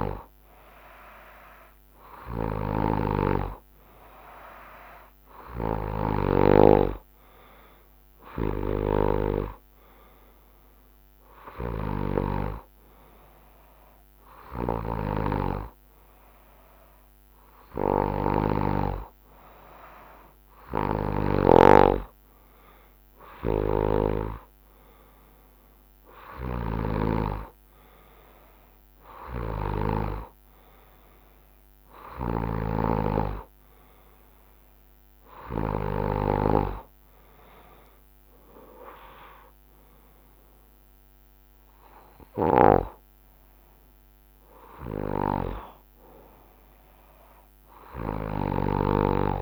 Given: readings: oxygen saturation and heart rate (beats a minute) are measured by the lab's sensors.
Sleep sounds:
breathing in sleep by a microphone on the trachea; none
21.00-32.50 s: snoring (device-marked)
39.00-47.00 s: drop in pulse transit time (device-marked, heart rate 69 before, 71 extreme)
From the record:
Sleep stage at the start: N2 (light sleep); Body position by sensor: on the front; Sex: male

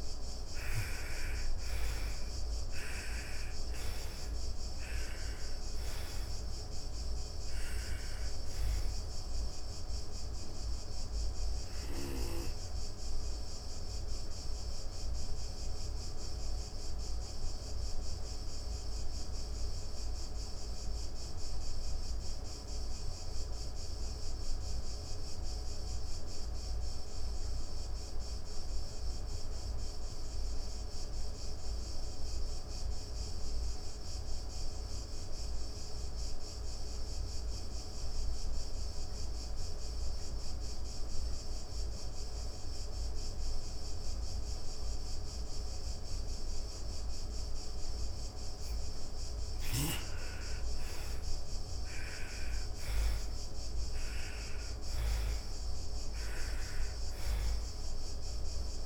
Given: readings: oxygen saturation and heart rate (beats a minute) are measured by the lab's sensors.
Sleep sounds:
breathing in sleep, hard to hear, by a room microphone; 1
0.00-3.50 s: arousal
0.00-30.50 s: oxygen desaturation (device-marked, oxygen 76% lowest, heart rate 76 extreme)
11.50-45.00 s: obstructive apnea (oxygen 97% before, 76% lowest, heart rate 143 before, 76 extreme, up 21 after)
42.50-58.86 s: oxygen desaturation (device-marked, oxygen 99% before, 78% lowest, heart rate 124 before, 86 extreme)
From the record:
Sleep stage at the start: N2 (light sleep); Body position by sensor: on the back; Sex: female

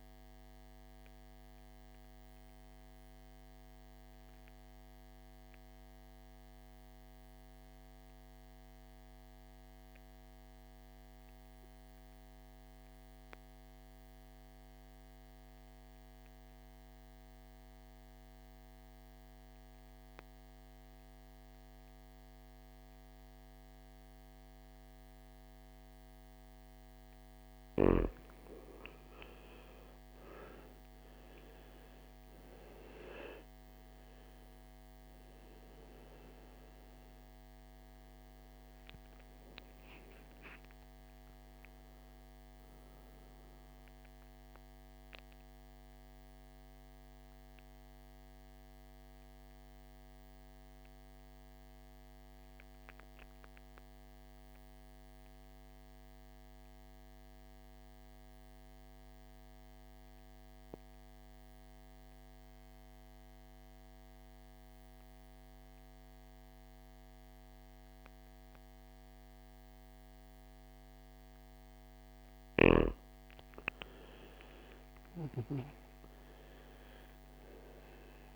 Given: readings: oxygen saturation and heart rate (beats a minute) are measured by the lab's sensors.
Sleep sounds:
breathing in sleep, hard to hear, by a microphone on the trachea; 2
0.00-13.50 s: oxygen desaturation (device-marked, oxygen 80% lowest, heart rate 53 extreme)
5.50-26.50 s: mixed apnea (oxygen 97% before, 81% lowest, heart rate 65 before, 54 extreme, up 16 after)
28.50-32.50 s: arousal
29.50-57.50 s: oxygen desaturation (device-marked, oxygen 98% before, 82% lowest, heart rate 56 before, 54 extreme)
44.50-71.50 s: mixed apnea (oxygen 98% before, 80% lowest, heart rate 67 before, 52 extreme, up 14 after)
70.50-78.36 s: oxygen desaturation (device-marked, oxygen 98% before, 80% lowest, heart rate 58 before, 51 extreme)
73.50-77.50 s: arousal
From the record:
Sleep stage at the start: N2 (light sleep); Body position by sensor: on the back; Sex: male

